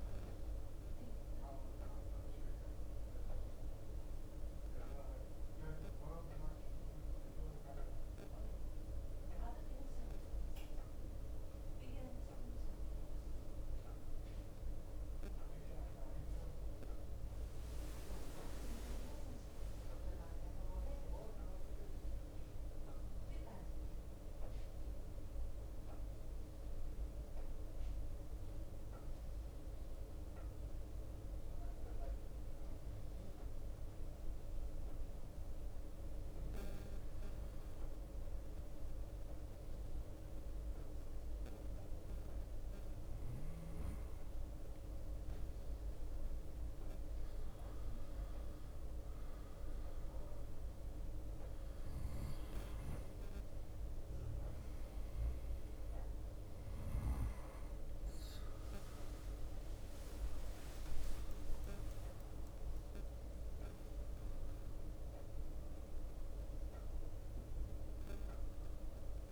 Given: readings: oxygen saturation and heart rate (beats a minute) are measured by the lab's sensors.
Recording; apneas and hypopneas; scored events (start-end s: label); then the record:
breathing in sleep, hard to hear, by a room microphone; 2
0.00-15.00 s: bradycardia (device-marked, heart rate 54 extreme)
4.00-15.50 s: hypopnea (oxygen 95% before, 90% lowest, heart rate 59 before, 55 extreme, up 14 after)
18.00-22.00 s: arousal
18.50-20.50 s: long interval between heartbeats (device-marked, heart rate 56 before, 64 extreme)
31.00-57.00 s: bradycardia (device-marked, heart rate 64 before, 56 extreme)
32.00-43.00 s: obstructive apnea (oxygen 95% before, 90% lowest, heart rate 61 before, 56 extreme, up 1 after)
45.00-69.32 s: oxygen desaturation (device-marked, oxygen 95% before, 90% lowest, heart rate 59 before, 56 extreme)
45.50-49.50 s: arousal
61.00-69.32 s: drop in pulse transit time (device-marked, heart rate 57 before, 57 extreme)
61.50-63.50 s: long interval between heartbeats (device-marked, heart rate 57 before, 78 extreme)
From the record:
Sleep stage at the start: N2 (light sleep); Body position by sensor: on the right side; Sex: male